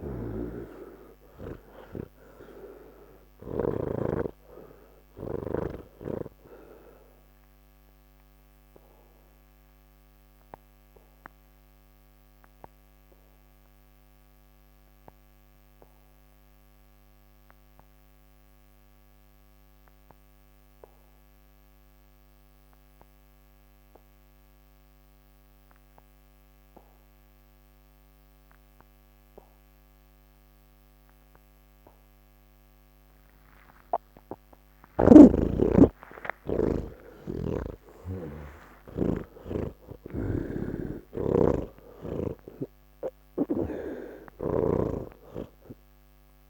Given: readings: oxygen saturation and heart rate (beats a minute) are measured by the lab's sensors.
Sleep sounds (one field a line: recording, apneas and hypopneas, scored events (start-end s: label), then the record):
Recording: breathing in sleep by a microphone on the trachea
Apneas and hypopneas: 1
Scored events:
0.00-4.00 s: snoring (device-marked)
0.00-18.50 s: oxygen desaturation (device-marked, oxygen 76% lowest, heart rate 29 extreme)
9.00-33.50 s: obstructive apnea (oxygen 99% before, 76% lowest, heart rate 75 before, 26 extreme, up 57 after)
30.50-46.50 s: oxygen desaturation (device-marked, oxygen 99% before, 78% lowest, heart rate 85 before, 26 extreme)
40.00-45.00 s: snoring (device-marked)
From the record:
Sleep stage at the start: N2 (light sleep)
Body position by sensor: on the back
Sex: male